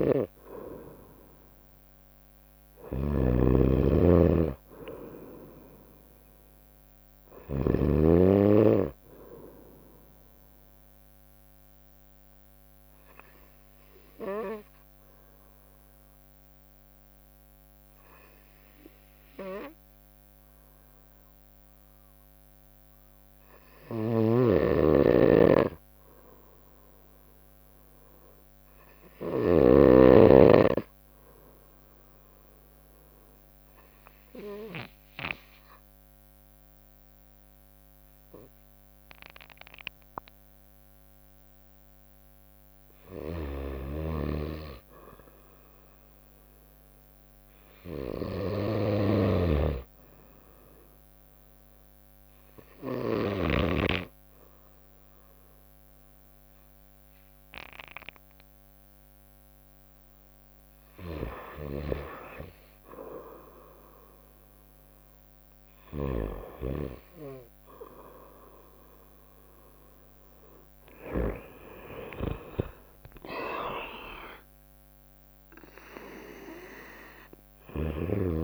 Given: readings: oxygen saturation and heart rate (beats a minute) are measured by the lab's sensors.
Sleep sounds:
breathing in sleep by a microphone on the trachea; 3
0.00-7.00 s: drop in pulse transit time (device-marked, heart rate 59 extreme)
0.00-7.50 s: snoring (device-marked)
3.00-46.00 s: bradycardia (device-marked, heart rate 64 before, 57 extreme)
10.50-23.00 s: obstructive apnea (oxygen 97% before, 91% lowest, heart rate 65 before, 57 extreme, up 1 after)
23.50-29.50 s: snoring (device-marked)
24.50-28.00 s: arousal
33.00-43.50 s: obstructive apnea (oxygen 98% before, 91% lowest, heart rate 59 before, 57 extreme, up 4 after)
43.00-53.50 s: snoring (device-marked)
45.50-48.50 s: arousal
50.00-61.00 s: obstructive apnea (oxygen 98% before, 91% lowest, heart rate 58 before, 62 extreme, up 0 after)
61.00-75.00 s: oxygen desaturation (device-marked, oxygen 95% before, 91% lowest, heart rate 61 before, 61 extreme)
73.50-77.50 s: arousal
74.00-78.44 s: drop in pulse transit time (device-marked, heart rate 64 before, 64 extreme)
From the record:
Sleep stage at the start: N2 (light sleep); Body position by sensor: on the right side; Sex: female

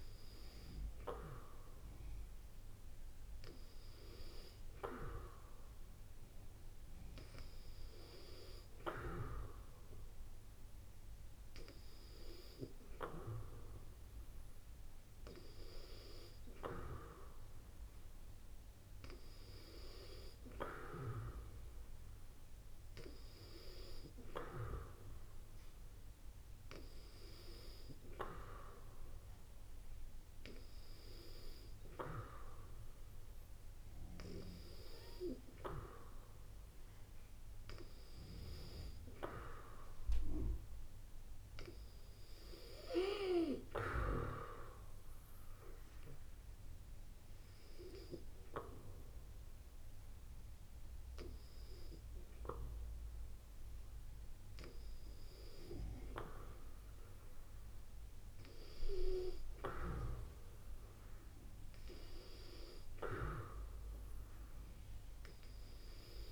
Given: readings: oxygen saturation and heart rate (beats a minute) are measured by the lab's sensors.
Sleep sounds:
breathing in sleep by a room microphone; none
none scored
From the record:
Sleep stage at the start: N2 (light sleep); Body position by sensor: on the back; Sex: female

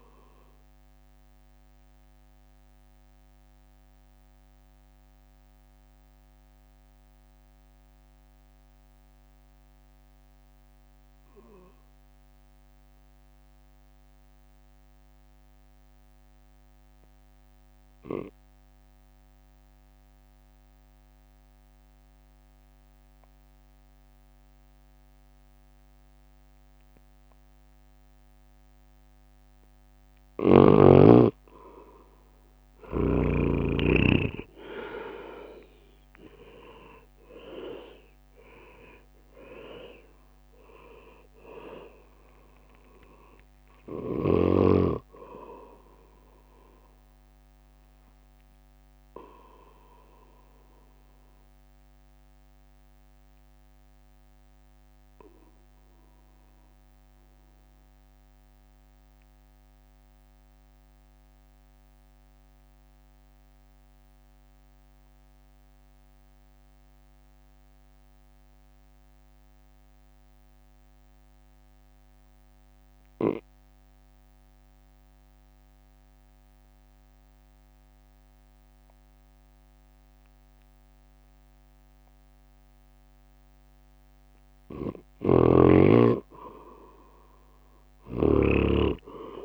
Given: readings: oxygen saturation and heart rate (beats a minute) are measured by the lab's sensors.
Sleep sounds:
breathing in sleep by a microphone on the trachea; 2
0.00-1.00 s: drop in pulse transit time (device-marked, heart rate 56 extreme)
0.50-29.50 s: mixed apnea (oxygen 99% before, 94% lowest, heart rate 64 before, 52 extreme, up 14 after)
16.00-23.00 s: oxygen desaturation (device-marked, oxygen 98% before, 94% lowest, heart rate 54 before, 52 extreme)
32.50-36.50 s: arousal
34.00-37.50 s: leg movement (device-marked)
34.00-50.00 s: drop in pulse transit time (device-marked, heart rate 54 before, 55 extreme)
51.00-85.00 s: mixed apnea (oxygen 99% before, 94% lowest, heart rate 61 before, 51 extreme, up 14 after)
66.00-73.00 s: oxygen desaturation (device-marked, oxygen 97% before, 94% lowest, heart rate 53 before, 52 extreme)
75.00-81.00 s: drop in pulse transit time (device-marked, heart rate 53 before, 52 extreme)
From the record:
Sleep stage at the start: N2 (light sleep); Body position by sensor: on the right side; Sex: male

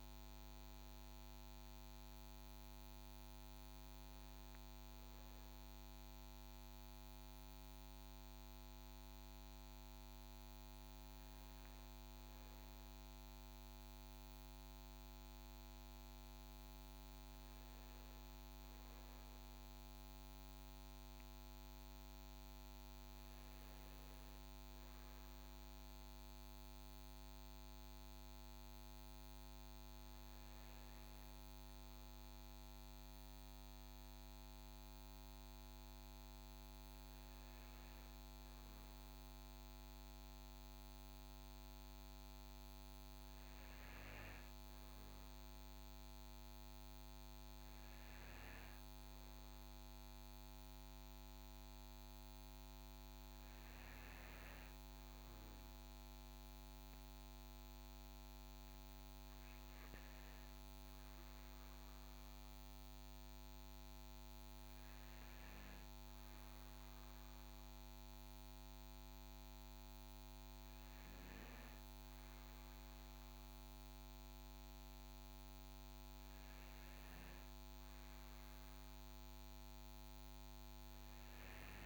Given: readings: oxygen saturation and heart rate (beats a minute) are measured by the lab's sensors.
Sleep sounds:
breathing in sleep, hard to hear, by a microphone on the trachea; none
none scored
From the record:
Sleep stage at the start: N2 (light sleep); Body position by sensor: on the back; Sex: male

